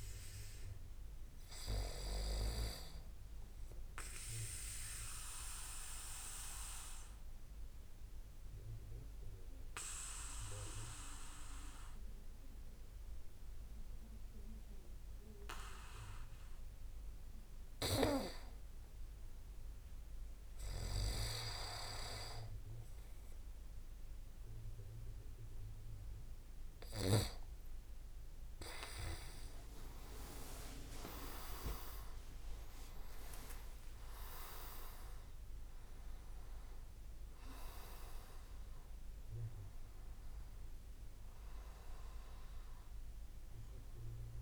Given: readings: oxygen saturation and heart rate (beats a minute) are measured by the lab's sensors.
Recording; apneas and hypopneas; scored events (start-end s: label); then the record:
breathing in sleep by a room microphone; 1
4.00-17.50 s: obstructive apnea (oxygen 97% before, 90% lowest)
26.00-44.42 s: oxygen desaturation (device-marked, oxygen 96% before, 90% lowest)
28.50-33.50 s: arousal
29.00-35.50 s: leg movement (device-marked)
From the record:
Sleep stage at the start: N2 (light sleep); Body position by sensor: on the back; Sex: male